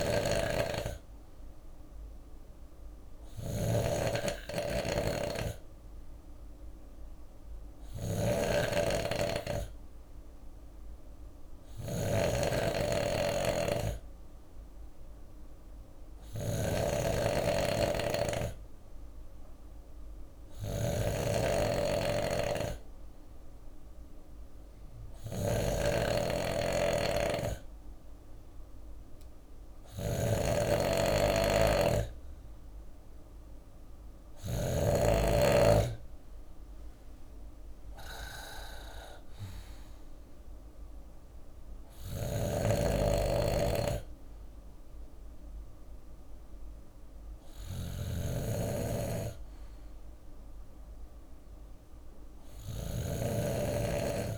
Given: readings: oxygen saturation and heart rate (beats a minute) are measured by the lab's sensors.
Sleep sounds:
breathing in sleep by a room microphone; none
0.00-34.00 s: bradycardia (device-marked, heart rate 56 extreme)
0.00-34.00 s: snoring (device-marked)
34.00-47.00 s: drop in pulse transit time (device-marked, heart rate 57 before, 56 extreme)
41.00-48.00 s: bradycardia (device-marked, heart rate 60 before, 56 extreme)
41.00-54.38 s: snoring (device-marked)
From the record:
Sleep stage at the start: N2 (light sleep); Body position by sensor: on the left side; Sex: male

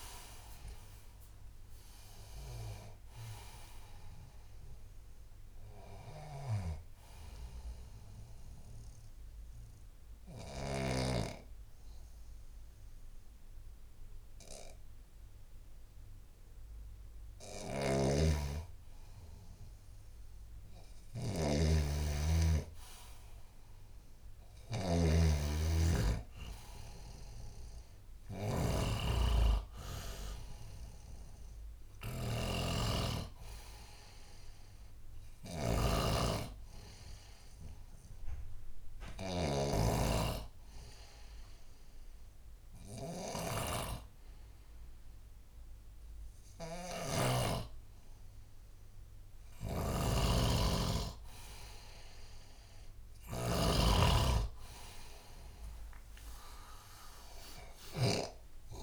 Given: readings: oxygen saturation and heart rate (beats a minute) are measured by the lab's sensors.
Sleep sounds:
breathing in sleep by a room microphone; 2
0.00-11.00 s: oxygen desaturation (device-marked, oxygen 93% lowest, heart rate 73 extreme)
7.50-18.50 s: obstructive apnea (oxygen 96% before, 94% lowest, heart rate 84 before, 73 extreme, up 5 after)
17.50-39.50 s: snoring (device-marked)
21.00-24.50 s: arousal
38.00-50.00 s: hypopnea (oxygen 97% before, 94% lowest, heart rate 81 before, 77 extreme, up 7 after)
46.50-58.00 s: snoring (device-marked)
56.50-58.83 s: arousal
From the record:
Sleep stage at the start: N2 (light sleep); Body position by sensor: on the back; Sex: male

